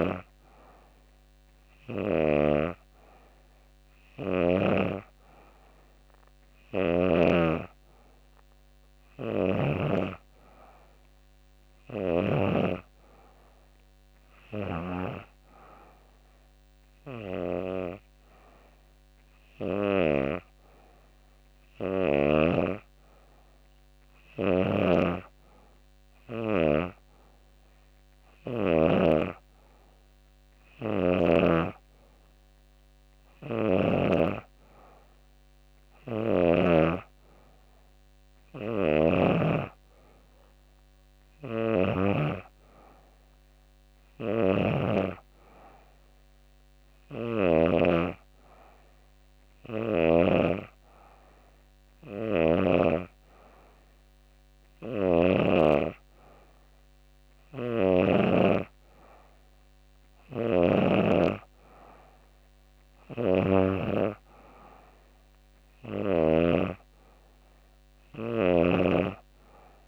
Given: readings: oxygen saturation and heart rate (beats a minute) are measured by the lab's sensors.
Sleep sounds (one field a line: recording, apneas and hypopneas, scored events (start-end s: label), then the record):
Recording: breathing in sleep by a microphone on the trachea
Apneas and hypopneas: none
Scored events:
23.50-28.00 s: snoring (device-marked)
32.50-36.00 s: snoring (device-marked)
54.00-57.50 s: snoring (device-marked)
From the record:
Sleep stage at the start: N2 (light sleep)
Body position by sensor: on the back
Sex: female